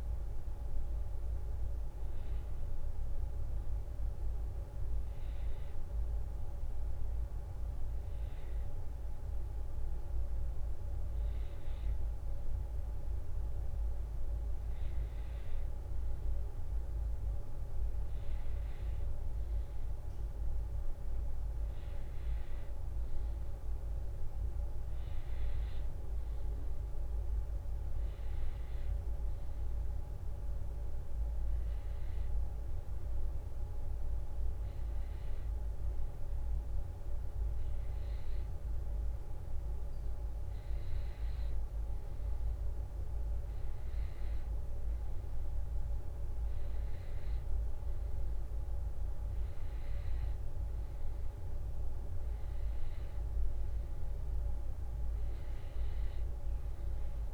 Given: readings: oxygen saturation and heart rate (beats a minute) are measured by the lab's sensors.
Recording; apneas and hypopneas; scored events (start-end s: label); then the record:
a person partly awake in a sleep study, hard to hear, by a room microphone; none
17.50-32.50 s: oxygen desaturation (device-marked, oxygen 98% before, 93% lowest, heart rate 79 before, 77 extreme)
28.50-57.34 s: new sleep stage, N1 (lightest sleep)
From the record:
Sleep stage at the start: awake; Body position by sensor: on the back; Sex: male